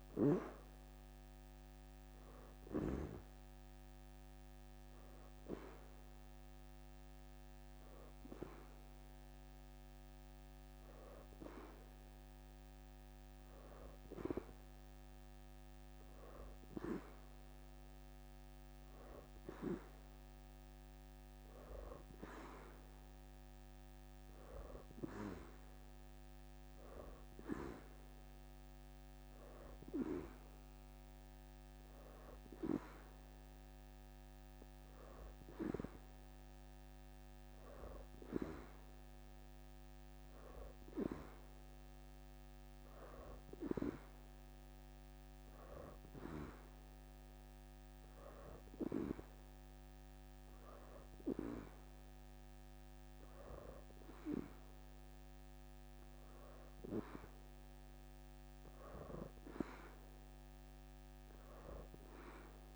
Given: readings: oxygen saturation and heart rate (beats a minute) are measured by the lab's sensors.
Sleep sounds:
breathing in sleep by a microphone on the trachea; none
0.00-7.50 s: oxygen desaturation (device-marked, oxygen 89% lowest, heart rate 80 extreme)
From the record:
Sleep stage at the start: N2 (light sleep); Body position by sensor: on the back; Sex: female

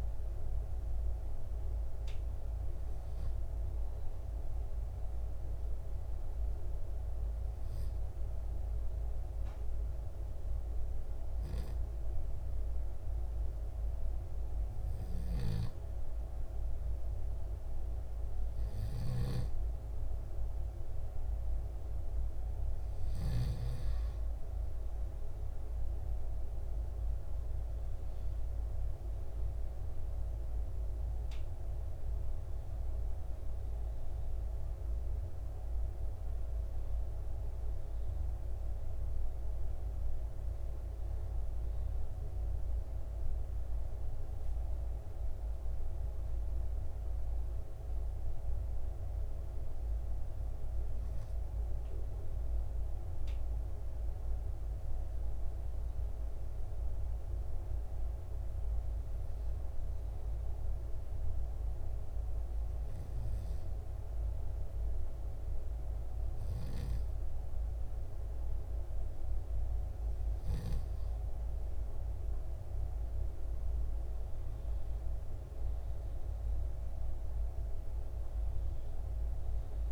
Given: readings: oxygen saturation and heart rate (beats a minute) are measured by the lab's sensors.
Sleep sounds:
breathing in sleep, hard to hear, by a room microphone; 1
10.50-20.50 s: hypopnea (oxygen 97% before, 93% lowest, heart rate 62 before, 61 extreme, up 1 after)
25.00-28.50 s: arousal
From the record:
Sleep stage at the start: N2 (light sleep); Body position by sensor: on the back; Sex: male

